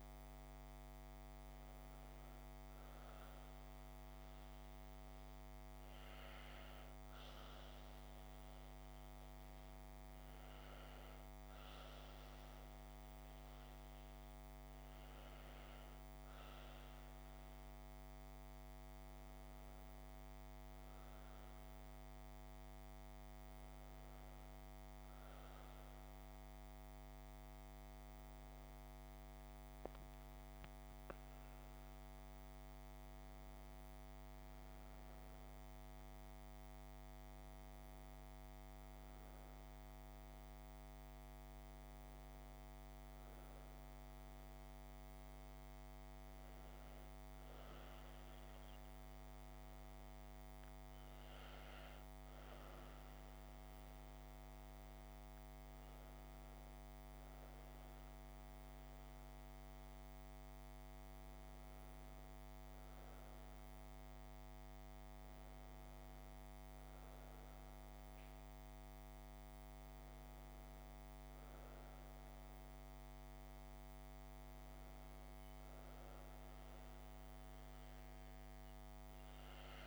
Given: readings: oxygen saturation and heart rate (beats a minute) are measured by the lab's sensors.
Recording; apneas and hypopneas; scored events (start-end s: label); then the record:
breathing in sleep, hard to hear, by a microphone on the trachea; none
31.00-35.00 s: arousal
From the record:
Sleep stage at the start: N2 (light sleep); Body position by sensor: on the back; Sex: female